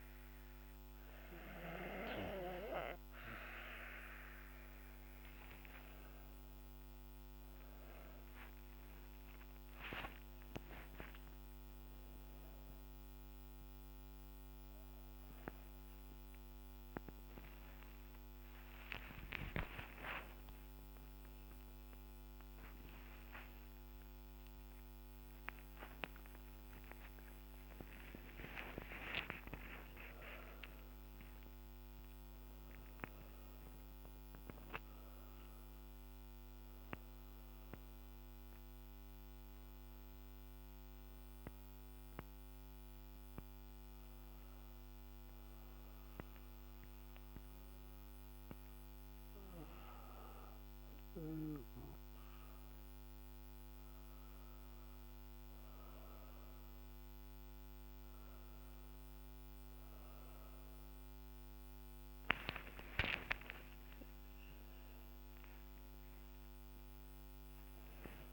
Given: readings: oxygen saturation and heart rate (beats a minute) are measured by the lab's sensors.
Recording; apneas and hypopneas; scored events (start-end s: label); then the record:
a person partly awake in a sleep study, by a microphone on the trachea; none
3.00-33.00 s: new sleep stage, awake
33.00-63.00 s: new sleep stage, N1 (lightest sleep)
62.00-64.00 s: long interval between heartbeats (device-marked, heart rate 60 before, 69 extreme)
62.00-67.00 s: arousal
63.00-68.33 s: new sleep stage, N2 (light sleep)
From the record:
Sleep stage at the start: N2 (light sleep); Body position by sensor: on the back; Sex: female